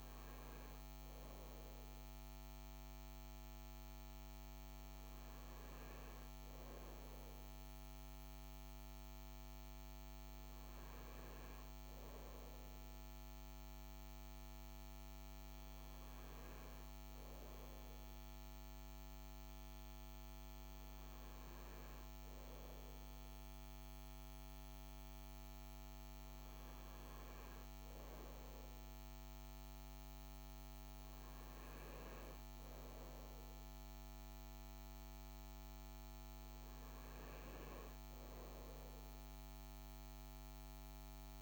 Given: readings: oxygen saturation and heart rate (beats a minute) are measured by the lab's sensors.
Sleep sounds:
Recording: breathing in sleep, hard to hear, by a microphone on the trachea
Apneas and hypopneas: none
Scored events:
none scored
From the record:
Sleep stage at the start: N2 (light sleep)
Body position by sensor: on the front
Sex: male

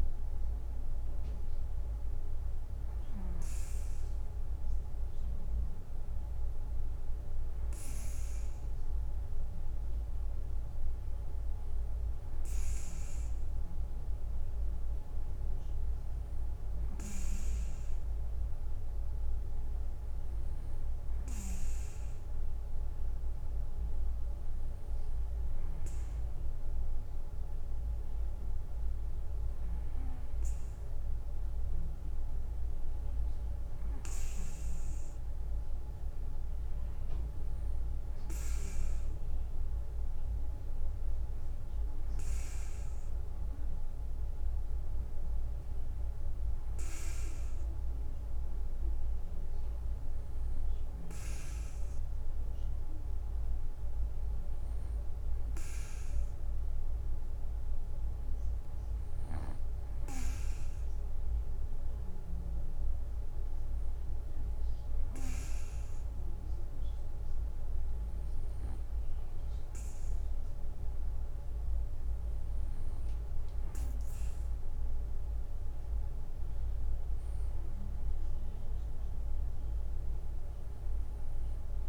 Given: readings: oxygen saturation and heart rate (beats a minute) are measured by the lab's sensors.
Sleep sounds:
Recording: breathing in sleep, hard to hear, by a room microphone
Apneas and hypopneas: none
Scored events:
none scored
From the record:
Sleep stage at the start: N2 (light sleep)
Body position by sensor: on the back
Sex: male

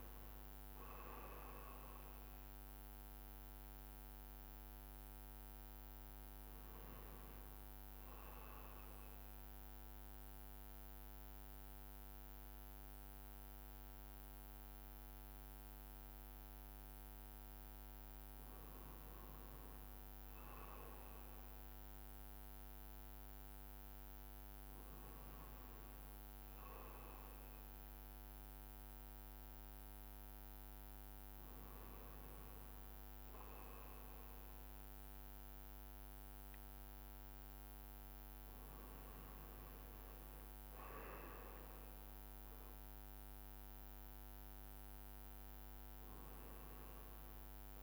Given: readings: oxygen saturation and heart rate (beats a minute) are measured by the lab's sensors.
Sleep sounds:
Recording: breathing in sleep, hard to hear, by a microphone on the trachea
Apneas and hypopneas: none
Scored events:
20.00-47.83 s: new sleep stage, N2 (light sleep)
45.50-47.50 s: long interval between heartbeats (device-marked, heart rate 77 before, 84 extreme)
From the record:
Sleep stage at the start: N1 (lightest sleep)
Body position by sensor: on the right side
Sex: male

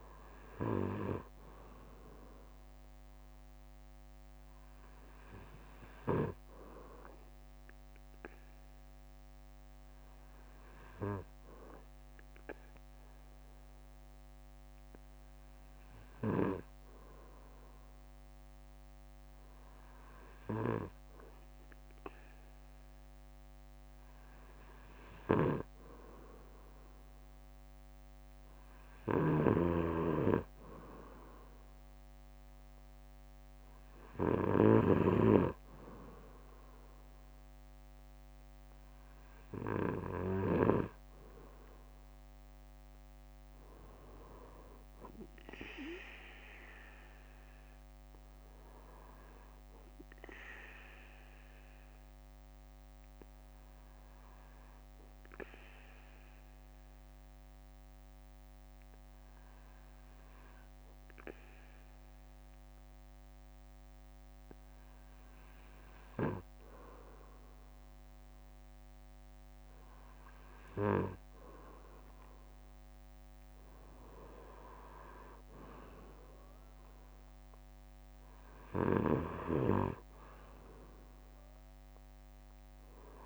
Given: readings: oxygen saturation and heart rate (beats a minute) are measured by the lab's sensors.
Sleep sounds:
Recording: breathing in sleep by a microphone on the trachea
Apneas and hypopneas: 2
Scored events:
6.00-19.50 s: hypopnea (oxygen 98% before, 94% lowest, heart rate 59 before, 55 extreme, up 5 after)
9.50-15.50 s: bradycardia (device-marked, heart rate 59 before, 56 extreme)
16.50-23.50 s: bradycardia (device-marked, heart rate 59 before, 58 extreme)
23.50-27.50 s: arousal
24.50-27.50 s: bradycardia (device-marked, heart rate 59 before, 55 extreme)
29.50-31.50 s: bradycardia (device-marked, heart rate 59 before, 59 extreme)
41.50-59.50 s: oxygen desaturation (device-marked, oxygen 97% before, 94% lowest, heart rate 60 before, 55 extreme)
45.50-47.50 s: bradycardia (device-marked, heart rate 59 before, 63 extreme)
49.50-63.50 s: bradycardia (device-marked, heart rate 59 before, 55 extreme)
50.00-65.00 s: obstructive apnea (oxygen 97% before, 94% lowest, heart rate 61 before, 55 extreme, up 6 after)
67.00-71.00 s: arousal
69.50-71.50 s: bradycardia (device-marked, heart rate 59 before, 59 extreme)
From the record:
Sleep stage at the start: N2 (light sleep)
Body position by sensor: on the back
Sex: male

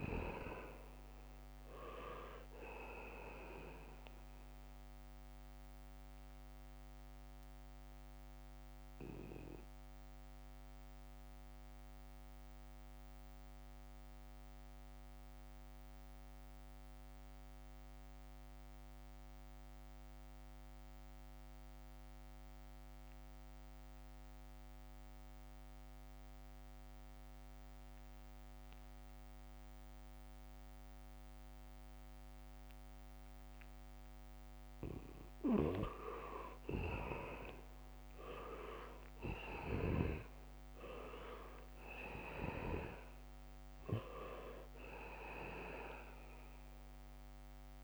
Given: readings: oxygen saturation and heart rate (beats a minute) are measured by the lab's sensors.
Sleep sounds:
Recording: breathing in sleep by a microphone on the trachea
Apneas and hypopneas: 1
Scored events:
0.00-24.00 s: oxygen desaturation (device-marked, oxygen 78% lowest, heart rate 66 extreme)
8.00-35.00 s: mixed apnea (oxygen 99% before, 78% lowest, heart rate 70 before, 66 extreme, up 1 after)
26.00-47.84 s: oxygen desaturation (device-marked, oxygen 99% before, 78% lowest, heart rate 75 before, 66 extreme)
32.00-34.50 s: leg movement (device-marked)
37.50-41.00 s: arousal
From the record:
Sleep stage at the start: N2 (light sleep)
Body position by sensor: on the back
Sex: male

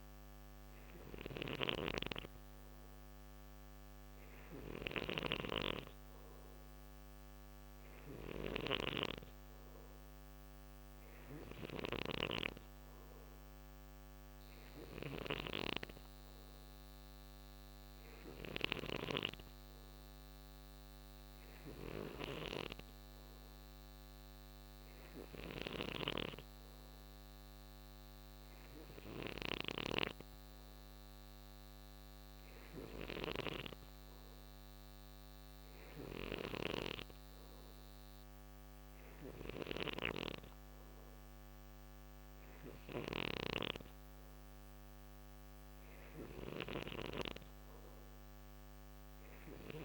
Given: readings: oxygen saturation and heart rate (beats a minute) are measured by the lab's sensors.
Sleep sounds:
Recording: breathing in sleep by a microphone on the trachea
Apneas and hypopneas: none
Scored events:
0.00-49.85 s: snoring (device-marked)
From the record:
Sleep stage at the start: N2 (light sleep)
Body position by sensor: on the right side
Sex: male

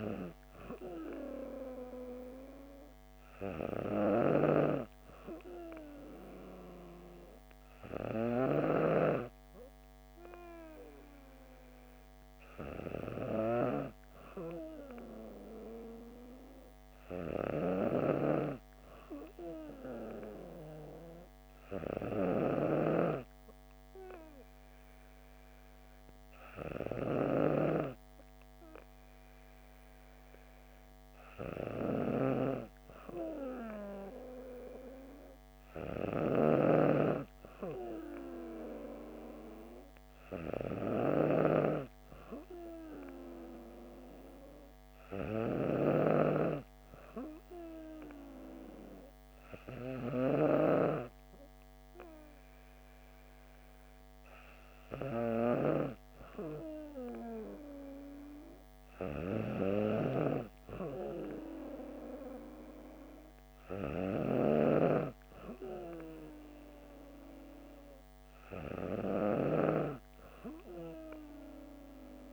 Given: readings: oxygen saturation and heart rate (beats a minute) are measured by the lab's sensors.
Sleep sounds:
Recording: breathing in sleep by a microphone on the trachea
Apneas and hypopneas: none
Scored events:
none scored
From the record:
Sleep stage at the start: N2 (light sleep)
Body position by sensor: on the back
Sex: female

